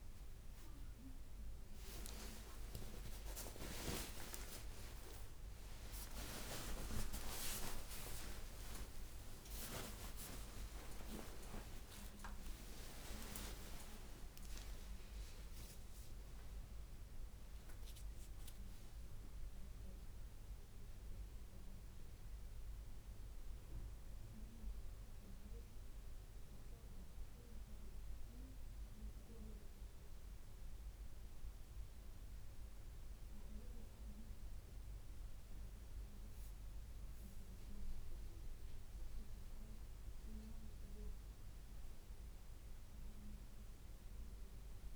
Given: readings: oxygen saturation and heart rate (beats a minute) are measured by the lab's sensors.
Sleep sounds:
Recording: a person awake in a sleep study, by a room microphone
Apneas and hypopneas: none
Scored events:
none scored
From the record:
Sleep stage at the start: awake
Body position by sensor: on the right side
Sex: female

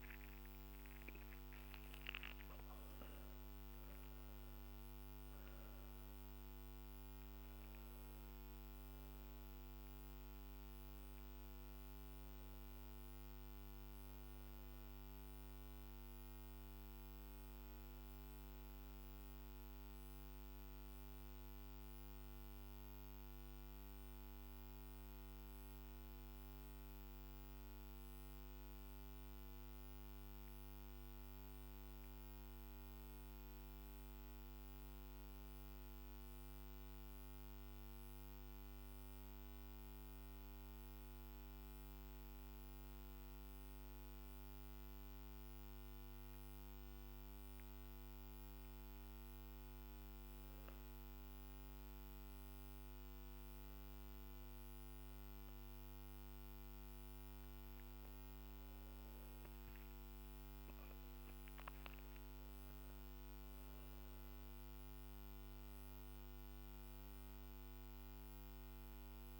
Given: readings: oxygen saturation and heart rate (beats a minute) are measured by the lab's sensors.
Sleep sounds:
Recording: breathing in sleep, hard to hear, by a microphone on the trachea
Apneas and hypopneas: 1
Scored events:
32.00-69.40 s: new sleep stage, N3 (deep sleep)
43.00-55.50 s: mixed apnea (oxygen 98% before, 94% lowest, heart rate 49 before, 47 extreme, up 12 after)
64.00-69.40 s: oxygen desaturation (device-marked, oxygen 97% before, 94% lowest, heart rate 51 before, 48 extreme)
From the record:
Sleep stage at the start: N2 (light sleep)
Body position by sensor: on the back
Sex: male

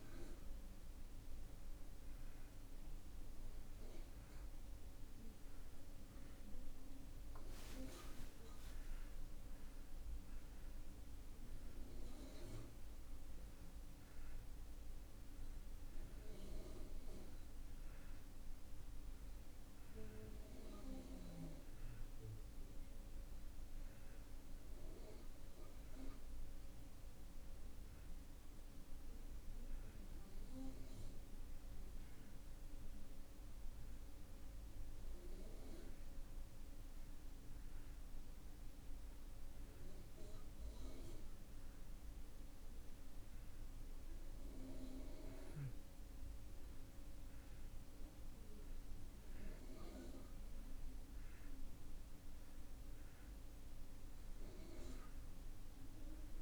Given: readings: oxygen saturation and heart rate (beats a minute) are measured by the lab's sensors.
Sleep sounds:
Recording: breathing in sleep by a room microphone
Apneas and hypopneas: none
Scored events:
none scored
From the record:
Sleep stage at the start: N2 (light sleep)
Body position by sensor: on the back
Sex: male

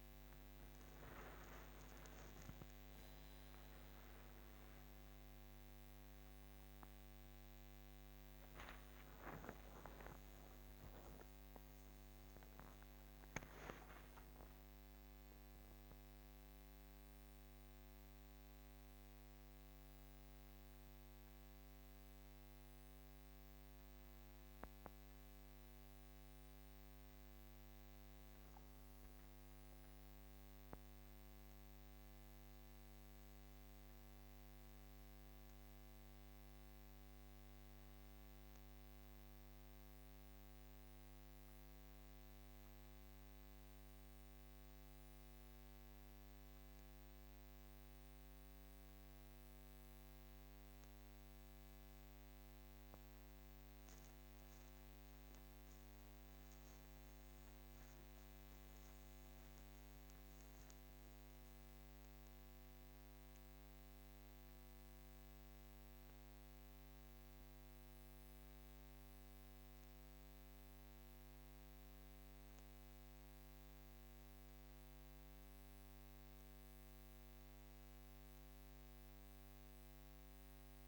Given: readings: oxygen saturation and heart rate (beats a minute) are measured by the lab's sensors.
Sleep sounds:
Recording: breathing in sleep, hard to hear, by a microphone on the trachea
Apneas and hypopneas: none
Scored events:
10.00-14.50 s: arousal
48.00-78.00 s: new sleep stage, N2 (light sleep)
78.00-80.88 s: new sleep stage, N1 (lightest sleep)
From the record:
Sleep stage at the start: N1 (lightest sleep)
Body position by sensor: on the back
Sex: female

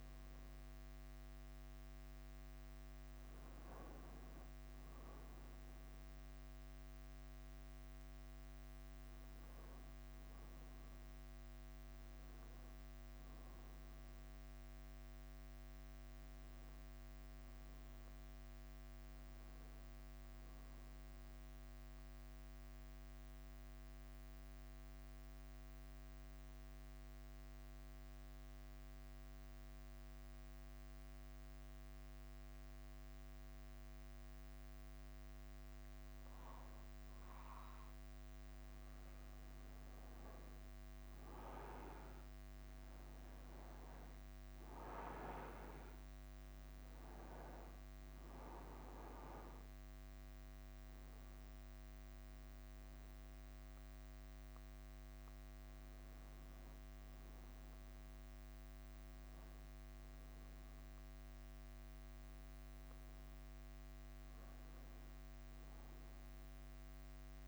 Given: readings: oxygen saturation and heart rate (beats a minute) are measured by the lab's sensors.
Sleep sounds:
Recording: breathing in sleep, hard to hear, by a microphone on the trachea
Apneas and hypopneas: 1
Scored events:
0.00-2.50 s: arousal
0.00-67.48 s: bradycardia (device-marked, heart rate 42 extreme)
21.00-37.00 s: mixed apnea (oxygen 99% before, 94% lowest, heart rate 51 before, 43 extreme, up 3 after)
37.50-67.48 s: oxygen desaturation (device-marked, oxygen 98% before, 94% lowest, heart rate 49 before, 43 extreme)
40.50-44.50 s: arousal
From the record:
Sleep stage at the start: N2 (light sleep)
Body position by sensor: on the back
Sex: male

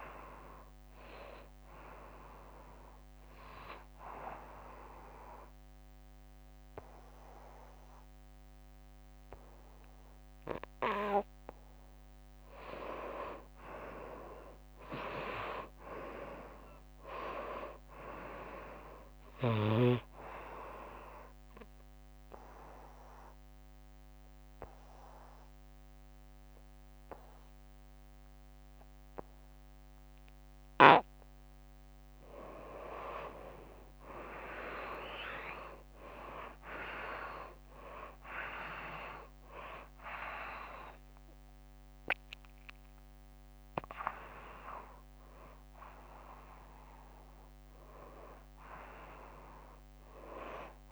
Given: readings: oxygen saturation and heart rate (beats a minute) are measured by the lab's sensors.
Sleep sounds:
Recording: breathing in sleep by a microphone on the trachea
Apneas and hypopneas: 2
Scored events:
0.00-9.50 s: oxygen desaturation (device-marked, oxygen 88% lowest, heart rate 75 extreme)
3.50-13.50 s: obstructive apnea (oxygen 95% before, 87% lowest, heart rate 88 before, 68 extreme, up 9 after)
15.50-18.50 s: arousal
20.50-27.50 s: oxygen desaturation (device-marked, oxygen 96% before, 88% lowest, heart rate 86 before, 68 extreme)
21.00-31.00 s: obstructive apnea (oxygen 96% before, 86% lowest, heart rate 86 before, 68 extreme)
35.00-39.50 s: arousal
35.50-50.92 s: oxygen desaturation (device-marked, oxygen 95% before, 87% lowest, heart rate 85 before, 74 extreme)
From the record:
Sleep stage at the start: N2 (light sleep)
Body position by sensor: on the right side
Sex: female

